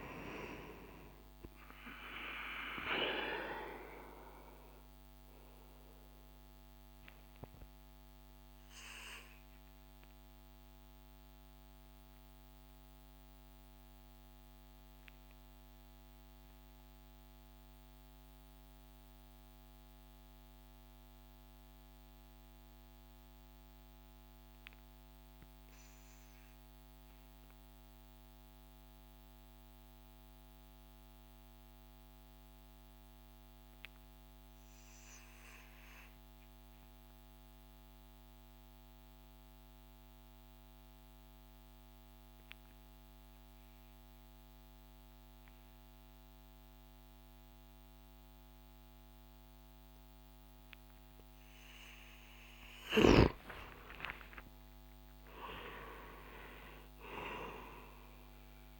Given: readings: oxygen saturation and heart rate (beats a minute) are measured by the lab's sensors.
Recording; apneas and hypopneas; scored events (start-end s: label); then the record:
breathing in sleep by a microphone on the trachea; 1
0.00-25.50 s: oxygen desaturation (device-marked, oxygen 85% lowest)
7.00-51.00 s: mixed apnea (oxygen 95% before, 85% lowest)
43.50-58.50 s: oxygen desaturation (device-marked, oxygen 98% before, 92% lowest)
52.00-56.00 s: arousal
From the record:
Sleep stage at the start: N2 (light sleep); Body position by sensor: on the back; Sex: male